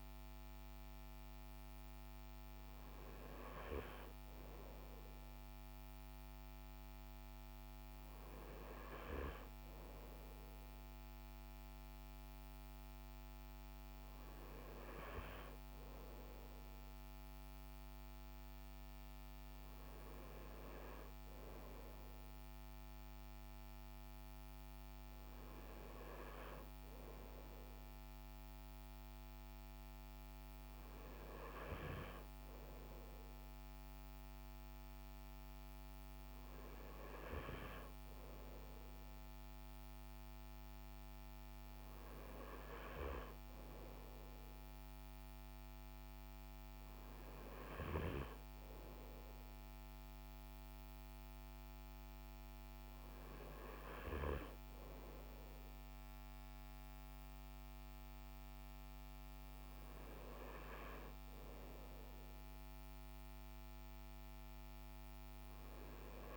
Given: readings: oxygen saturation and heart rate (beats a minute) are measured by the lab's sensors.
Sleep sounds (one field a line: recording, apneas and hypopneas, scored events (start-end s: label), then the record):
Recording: breathing in sleep by a microphone on the trachea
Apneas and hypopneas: none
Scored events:
none scored
From the record:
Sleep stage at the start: N2 (light sleep)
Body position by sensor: on the front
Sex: male